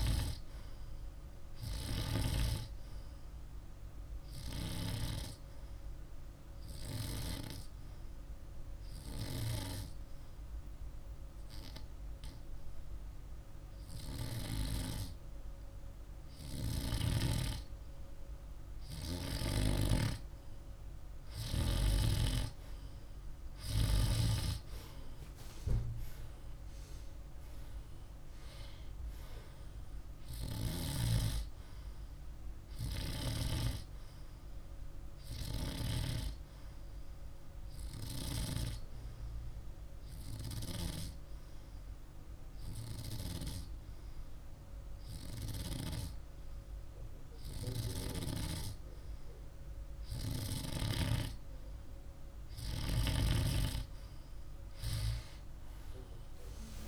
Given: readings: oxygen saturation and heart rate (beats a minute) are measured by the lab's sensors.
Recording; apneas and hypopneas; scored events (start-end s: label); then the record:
breathing in sleep by a room microphone; 2
2.50-18.00 s: hypopnea (oxygen 99% before, 95% lowest, heart rate 50 before, 48 extreme, up 1 after)
22.00-25.50 s: arousal
34.50-41.50 s: oxygen desaturation (device-marked, oxygen 98% before, 95% lowest, heart rate 50 before, 47 extreme)
35.00-51.00 s: hypopnea (oxygen 98% before, 95% lowest, heart rate 50 before, 47 extreme, up 10 after)
53.50-56.88 s: arousal
From the record:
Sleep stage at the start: N2 (light sleep); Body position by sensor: on the back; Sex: male